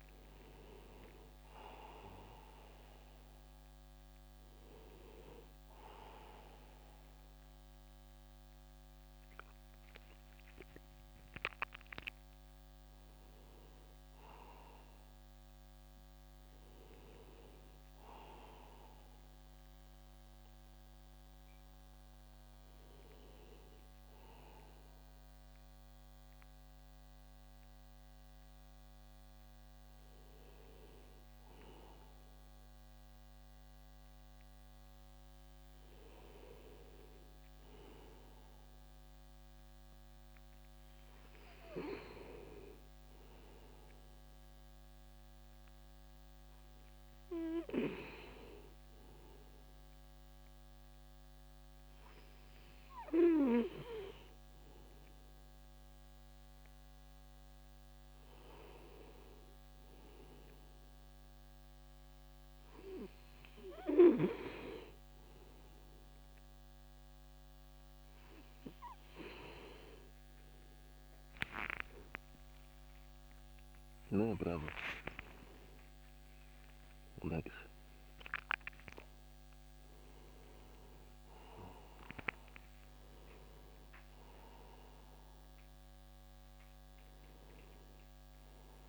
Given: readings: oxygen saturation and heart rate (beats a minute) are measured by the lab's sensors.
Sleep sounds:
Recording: a person partly awake in a sleep study, by a microphone on the trachea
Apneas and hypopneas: none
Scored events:
18.50-88.89 s: new sleep stage, N1 (lightest sleep)
38.50-39.50 s: oxygen desaturation (device-marked, oxygen 99% before, 98% lowest, heart rate 65 before, 62 extreme)
70.50-74.00 s: arousal
From the record:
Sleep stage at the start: awake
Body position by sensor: on the back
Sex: male

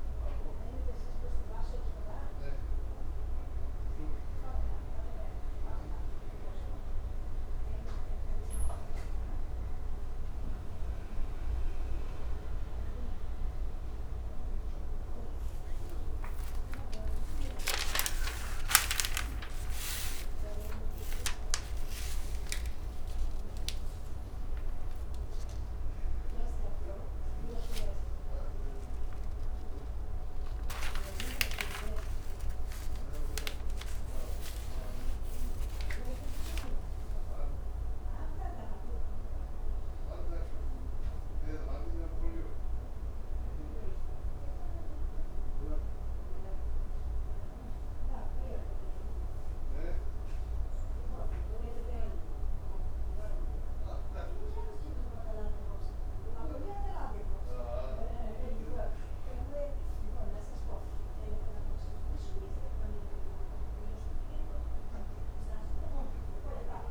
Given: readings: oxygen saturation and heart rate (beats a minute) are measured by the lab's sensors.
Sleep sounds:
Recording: a person awake in a sleep study, by a room microphone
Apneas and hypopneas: none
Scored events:
24.50-66.90 s: new sleep stage, awake
From the record:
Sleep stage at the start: N2 (light sleep)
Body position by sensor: on the back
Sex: male

